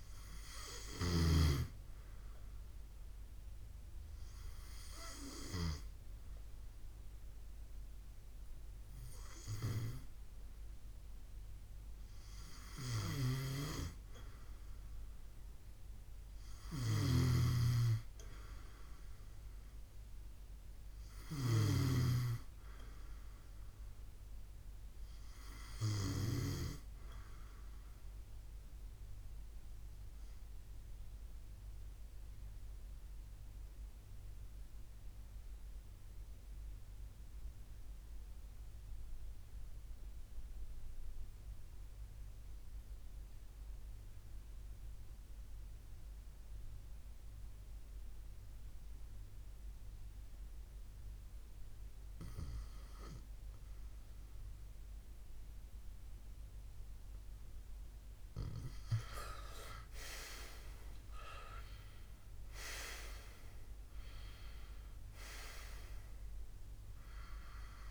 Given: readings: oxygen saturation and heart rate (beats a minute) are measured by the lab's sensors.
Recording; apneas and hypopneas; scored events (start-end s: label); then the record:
breathing in sleep by a room microphone; 2
0.00-1.00 s: snoring (device-marked)
2.00-13.00 s: hypopnea (oxygen 96% before, 92% lowest, heart rate 71 before, 65 extreme, up 0 after)
12.50-26.00 s: snoring (device-marked)
12.50-26.50 s: oxygen desaturation (device-marked, oxygen 96% before, 92% lowest, heart rate 71 before, 63 extreme)
16.50-21.50 s: arousal
28.50-57.00 s: mixed apnea (oxygen 96% before, 87% lowest, heart rate 70 before, 61 extreme, up 14 after)
34.50-67.90 s: new sleep stage, REM sleep
59.00-63.50 s: arousal
From the record:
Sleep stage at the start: N2 (light sleep); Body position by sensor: on the left side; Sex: male